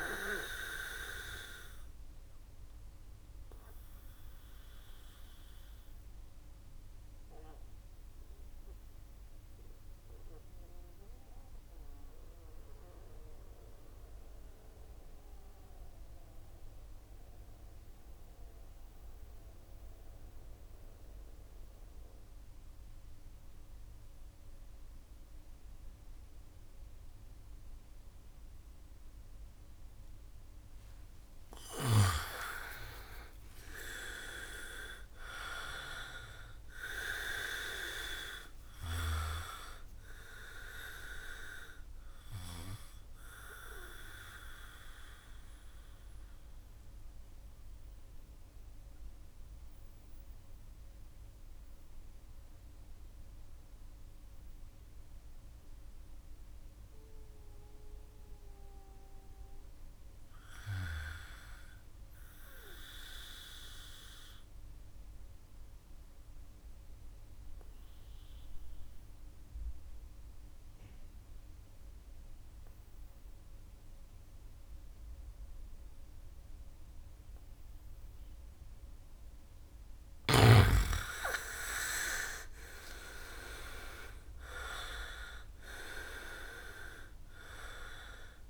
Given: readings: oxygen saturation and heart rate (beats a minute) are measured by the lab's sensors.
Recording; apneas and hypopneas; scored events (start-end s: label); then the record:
breathing in sleep by a room microphone; 2
0.00-18.00 s: oxygen desaturation (device-marked, oxygen 77% lowest, heart rate 59 extreme)
2.50-31.00 s: mixed apnea (oxygen 100% before, 77% lowest, heart rate 68 before, 59 extreme, up 3 after)
31.00-57.00 s: oxygen desaturation (device-marked, oxygen 99% before, 81% lowest, heart rate 65 before, 60 extreme)
32.00-35.50 s: arousal
43.00-80.00 s: mixed apnea (oxygen 100% before, 79% lowest, heart rate 67 before, 60 extreme, up 15 after)
62.00-88.50 s: oxygen desaturation (device-marked, oxygen 99% before, 79% lowest, heart rate 66 before, 59 extreme)
82.00-86.50 s: arousal
From the record:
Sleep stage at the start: N2 (light sleep); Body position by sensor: on the back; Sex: male